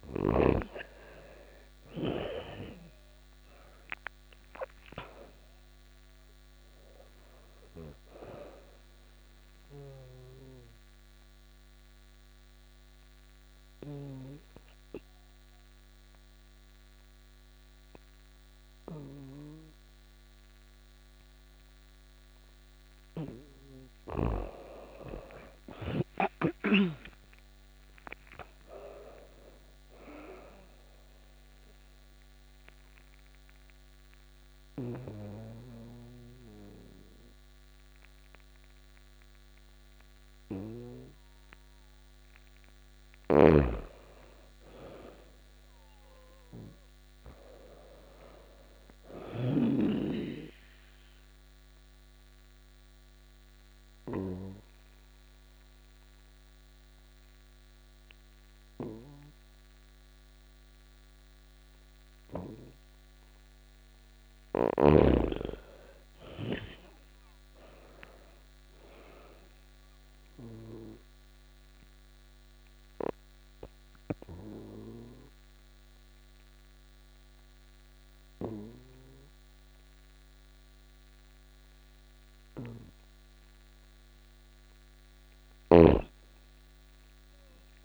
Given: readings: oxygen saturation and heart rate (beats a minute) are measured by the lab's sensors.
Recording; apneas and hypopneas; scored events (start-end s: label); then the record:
breathing in sleep by a microphone on the trachea; 4
0.00-4.00 s: arousal
5.50-20.50 s: oxygen desaturation (device-marked, oxygen 98% before, 90% lowest)
9.00-23.50 s: obstructive apnea (oxygen 98% before, 87% lowest)
24.50-28.50 s: arousal
30.50-42.00 s: obstructive apnea (oxygen 98% before, 86% lowest)
30.50-44.50 s: oxygen desaturation (device-marked, oxygen 97% before, 87% lowest)
42.50-49.00 s: snoring (device-marked)
44.00-48.00 s: arousal
50.50-63.50 s: obstructive apnea (oxygen 97% before, 86% lowest)
55.50-63.50 s: oxygen desaturation (device-marked, oxygen 97% before, 91% lowest)
65.00-68.00 s: arousal
70.00-83.50 s: obstructive apnea (oxygen 97% before, 86% lowest)
72.50-85.50 s: oxygen desaturation (device-marked, oxygen 97% before, 89% lowest)
81.50-85.00 s: snoring (device-marked)
From the record:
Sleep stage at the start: N2 (light sleep); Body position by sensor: on the back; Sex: female